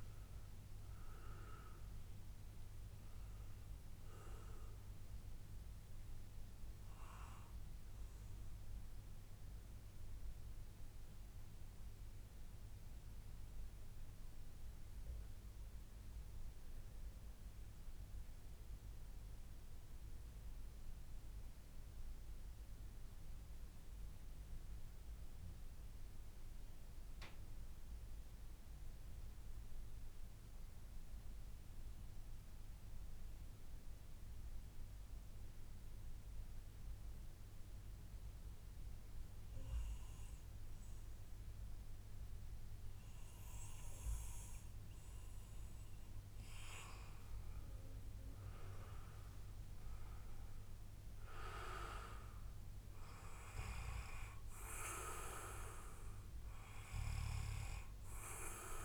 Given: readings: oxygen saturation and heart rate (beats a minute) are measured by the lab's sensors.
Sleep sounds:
breathing in sleep by a room microphone; 1
0.00-9.00 s: oxygen desaturation (device-marked, oxygen 90% lowest, heart rate 83 extreme)
8.50-44.50 s: mixed apnea (oxygen 97% before, 91% lowest, heart rate 140 before, 83 extreme, up 33 after)
19.00-21.00 s: long interval between heartbeats (device-marked, heart rate 129 before, 91 extreme)
24.00-26.00 s: long interval between heartbeats (device-marked, heart rate 117 before, 83 extreme)
26.00-28.00 s: long interval between heartbeats (device-marked, heart rate 111 before, 83 extreme)
31.50-33.50 s: long interval between heartbeats (device-marked, heart rate 99 before, 101 extreme)
45.50-47.50 s: long interval between heartbeats (device-marked, heart rate 94 before, 92 extreme)
47.00-51.00 s: arousal
51.50-53.50 s: long interval between heartbeats (device-marked, heart rate 99 before, 108 extreme)
54.50-56.50 s: long interval between heartbeats (device-marked, heart rate 100 before, 96 extreme)
From the record:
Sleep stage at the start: N2 (light sleep); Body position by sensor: on the back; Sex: male

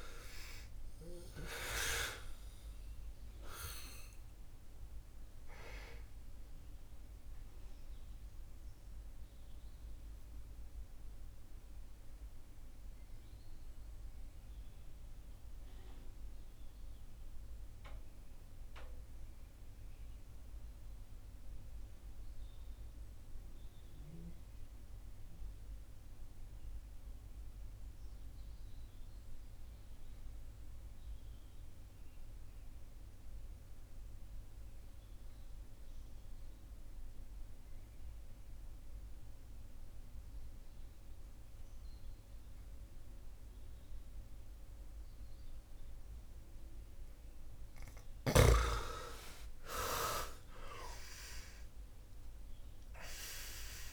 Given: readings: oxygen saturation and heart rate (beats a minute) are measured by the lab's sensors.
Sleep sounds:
breathing in sleep by a room microphone; 1
0.00-32.00 s: oxygen desaturation (device-marked, oxygen 75% lowest)
11.00-48.00 s: mixed apnea (oxygen 92% before, 68% lowest)
46.00-53.93 s: oxygen desaturation (device-marked, oxygen 97% before, 68% lowest)
48.50-52.50 s: arousal
From the record:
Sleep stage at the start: N2 (light sleep); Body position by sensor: on the back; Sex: male

